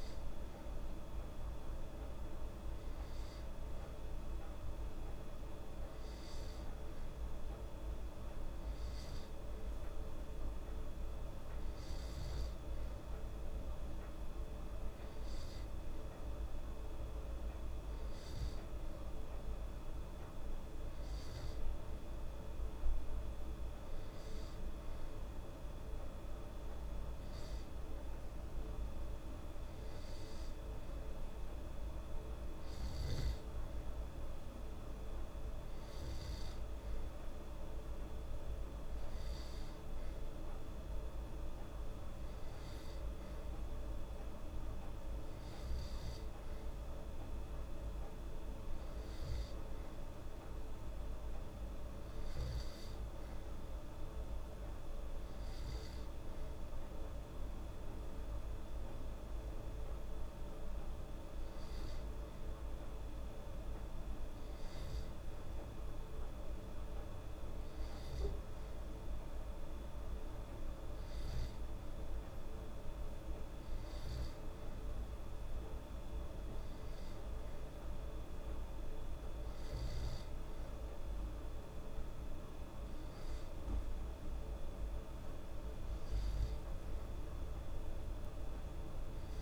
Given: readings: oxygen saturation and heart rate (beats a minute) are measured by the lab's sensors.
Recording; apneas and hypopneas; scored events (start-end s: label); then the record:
breathing in sleep, hard to hear, by a room microphone; none
none scored
From the record:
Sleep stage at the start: N2 (light sleep); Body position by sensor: on the back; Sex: female